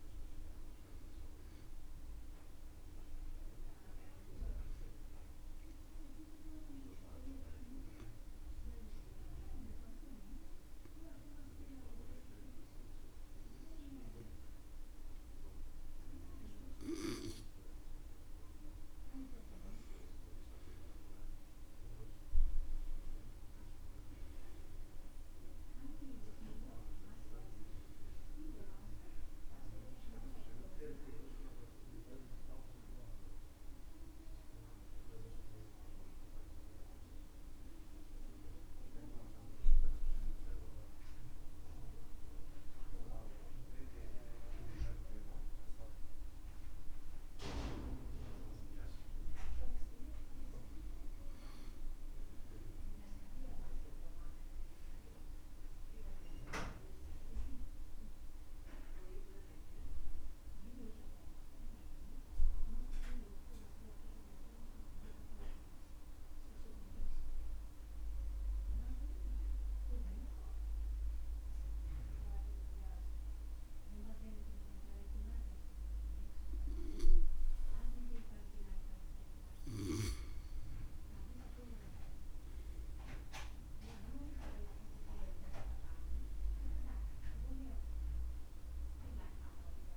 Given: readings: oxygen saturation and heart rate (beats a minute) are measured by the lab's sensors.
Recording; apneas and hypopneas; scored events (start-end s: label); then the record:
breathing in sleep by a room microphone; 3
5.50-18.50 s: obstructive apnea (oxygen 97% before, 91% lowest, heart rate 70 before, 67 extreme, up 7 after)
8.00-89.97 s: new sleep stage, N2 (light sleep)
22.50-26.00 s: arousal
40.00-50.00 s: obstructive apnea (oxygen 95% before, 91% lowest, heart rate 72 before, 61 extreme, up 5 after)
42.00-56.00 s: oxygen desaturation (device-marked, oxygen 94% before, 91% lowest, heart rate 71 before, 61 extreme)
52.50-57.50 s: arousal
62.00-79.00 s: obstructive apnea (oxygen 97% before, 91% lowest, heart rate 66 before, 61 extreme, up 9 after)
82.50-86.50 s: arousal
87.00-89.97 s: oxygen desaturation (device-marked, oxygen 97% before, 91% lowest, heart rate 64 before, 62 extreme)
From the record:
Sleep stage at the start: REM sleep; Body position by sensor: on the back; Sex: male